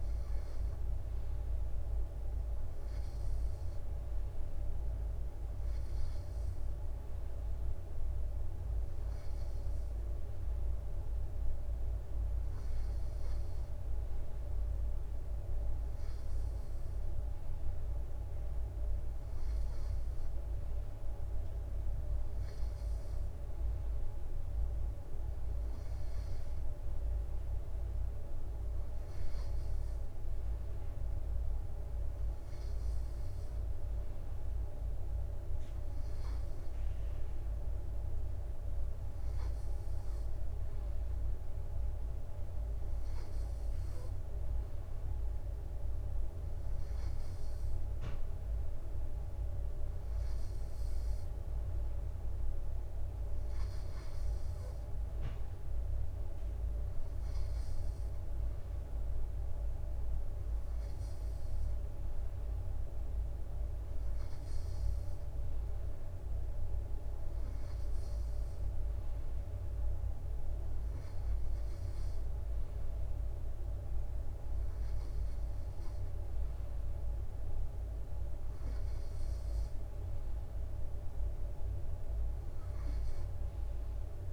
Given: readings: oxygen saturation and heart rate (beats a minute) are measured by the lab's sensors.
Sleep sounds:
breathing in sleep, hard to hear, by a room microphone; none
31.50-33.50 s: long interval between heartbeats (device-marked, heart rate 64 before, 67 extreme)
From the record:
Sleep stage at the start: N2 (light sleep); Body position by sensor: on the right side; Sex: male

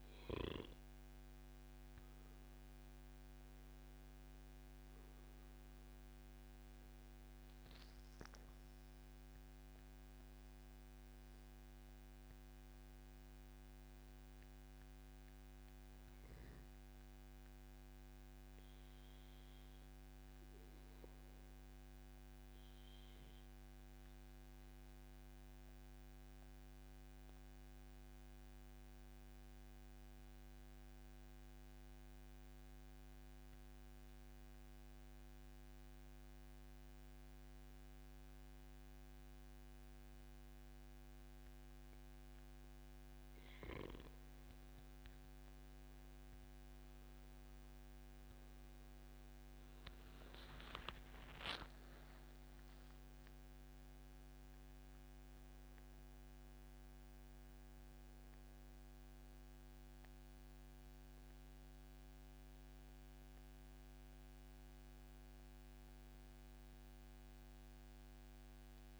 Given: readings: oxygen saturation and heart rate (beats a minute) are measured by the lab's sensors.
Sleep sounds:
breathing in sleep, hard to hear, by a microphone on the trachea; 1
0.00-23.00 s: oxygen desaturation (device-marked, oxygen 95% before, 91% lowest, heart rate 135 before, 108 extreme)
1.00-6.00 s: arousal
22.00-43.00 s: obstructive apnea (oxygen 95% before, 91% lowest, heart rate 143 before, 108 extreme, up 35 after)
33.50-35.50 s: long interval between heartbeats (device-marked, heart rate 144 before, 135 extreme)
39.50-41.50 s: long interval between heartbeats (device-marked, heart rate 140 before, 109 extreme)
44.50-48.50 s: arousal
49.00-69.00 s: oxygen desaturation (device-marked, oxygen 97% before, 91% lowest, heart rate 129 before, 107 extreme)
From the record:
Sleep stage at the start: N2 (light sleep); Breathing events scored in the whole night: 247 in 4.9 hours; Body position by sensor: on the back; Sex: male

